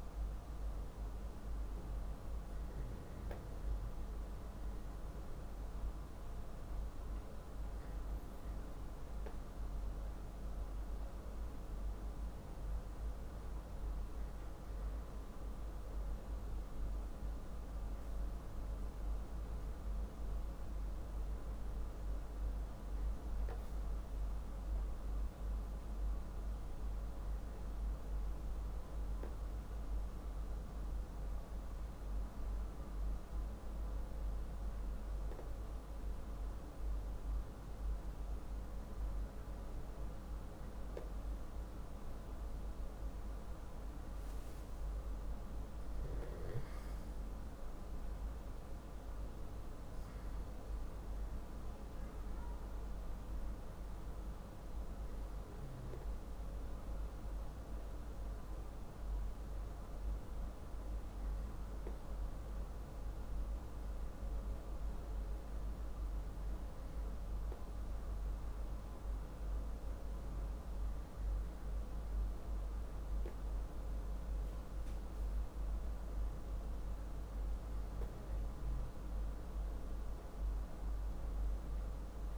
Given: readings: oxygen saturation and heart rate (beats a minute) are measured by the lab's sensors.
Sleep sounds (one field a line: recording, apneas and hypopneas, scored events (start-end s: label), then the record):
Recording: breathing in sleep, hard to hear, by a room microphone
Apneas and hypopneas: none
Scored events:
none scored
From the record:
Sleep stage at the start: N2 (light sleep)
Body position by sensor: on the back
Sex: male